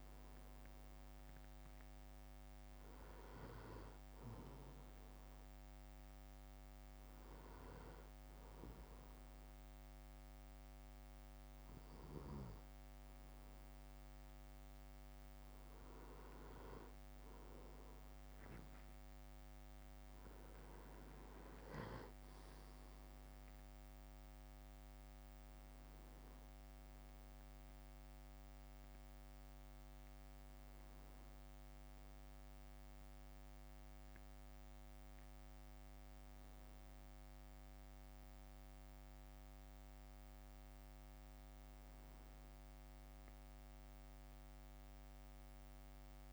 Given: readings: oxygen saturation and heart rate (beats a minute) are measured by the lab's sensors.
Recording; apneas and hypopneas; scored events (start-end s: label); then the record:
breathing in sleep, hard to hear, by a microphone on the trachea; 1
6.00-17.00 s: obstructive apnea (oxygen 97% before, 96% lowest, heart rate 58 before, 55 extreme, up 1 after)
22.50-37.50 s: drop in pulse transit time (device-marked, heart rate 58 before, 55 extreme)
25.00-30.00 s: arousal
From the record:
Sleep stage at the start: N2 (light sleep); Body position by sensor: on the back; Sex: male